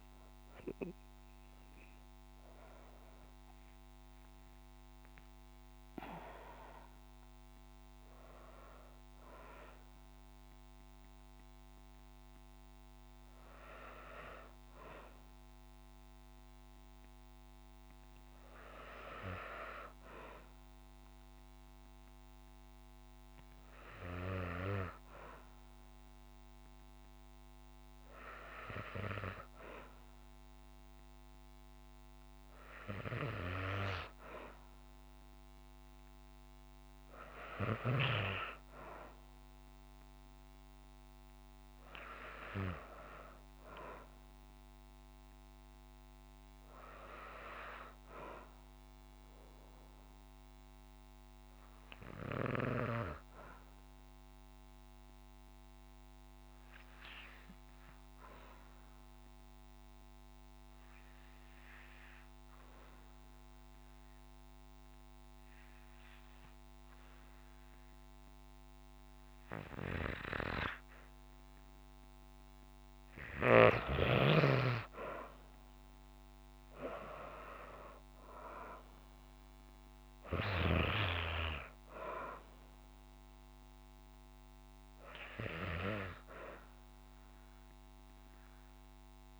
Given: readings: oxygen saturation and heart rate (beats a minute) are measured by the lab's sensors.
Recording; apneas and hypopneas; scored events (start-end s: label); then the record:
breathing in sleep by a microphone on the trachea; 1
13.00-73.00 s: new sleep stage, N2 (light sleep)
51.50-72.00 s: obstructive apnea (oxygen 97% before, 83% lowest, heart rate 64 before, 60 extreme, up 6 after)
67.00-89.40 s: oxygen desaturation (device-marked, oxygen 96% before, 87% lowest, heart rate 62 before, 55 extreme)
73.00-89.40 s: new sleep stage, REM sleep
73.50-78.50 s: arousal
From the record:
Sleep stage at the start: N1 (lightest sleep); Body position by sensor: on the back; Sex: female